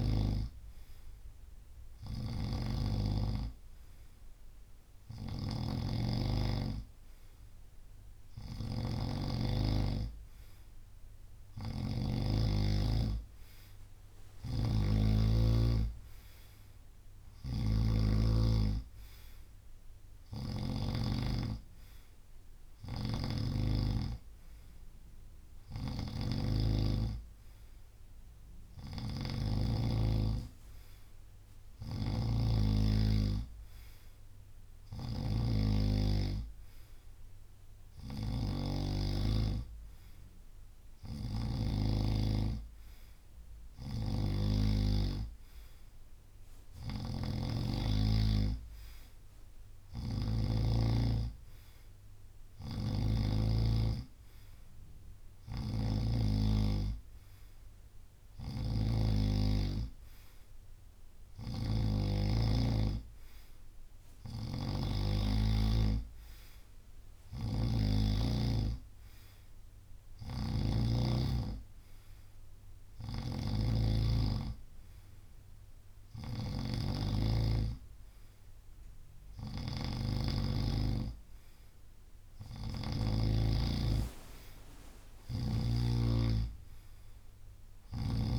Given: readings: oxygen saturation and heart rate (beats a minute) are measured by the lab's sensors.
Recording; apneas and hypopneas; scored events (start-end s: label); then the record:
breathing in sleep by a room microphone; none
0.00-3.00 s: drop in pulse transit time (device-marked, heart rate 70 extreme)
0.00-12.00 s: snoring (device-marked)
14.00-20.50 s: snoring (device-marked)
22.50-29.50 s: snoring (device-marked)
31.50-41.50 s: snoring (device-marked)
43.50-45.50 s: long interval between heartbeats (device-marked, heart rate 70 before, 71 extreme)
43.50-50.50 s: snoring (device-marked)
52.50-59.00 s: snoring (device-marked)
61.00-83.00 s: snoring (device-marked)
84.00-88.39 s: drop in pulse transit time (device-marked, heart rate 71 before, 73 extreme)
From the record:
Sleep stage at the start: N2 (light sleep); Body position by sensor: on the right side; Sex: male